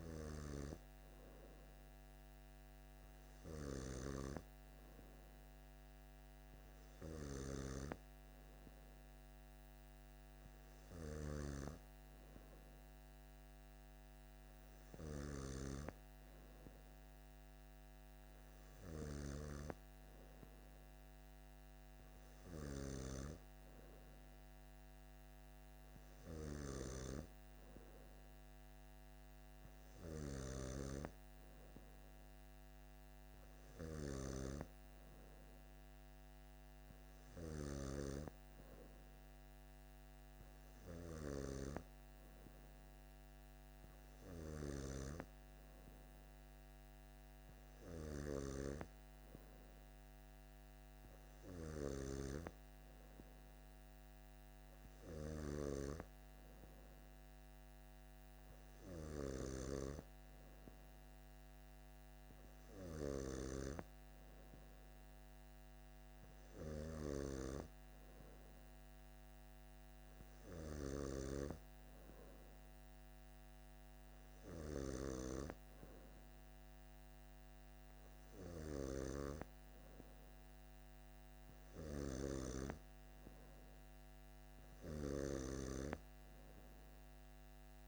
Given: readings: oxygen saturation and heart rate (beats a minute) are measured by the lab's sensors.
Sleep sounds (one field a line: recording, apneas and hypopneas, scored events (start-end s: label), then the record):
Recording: breathing in sleep by a microphone on the trachea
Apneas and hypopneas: none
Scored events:
none scored
From the record:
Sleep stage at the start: N2 (light sleep)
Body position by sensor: on the back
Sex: male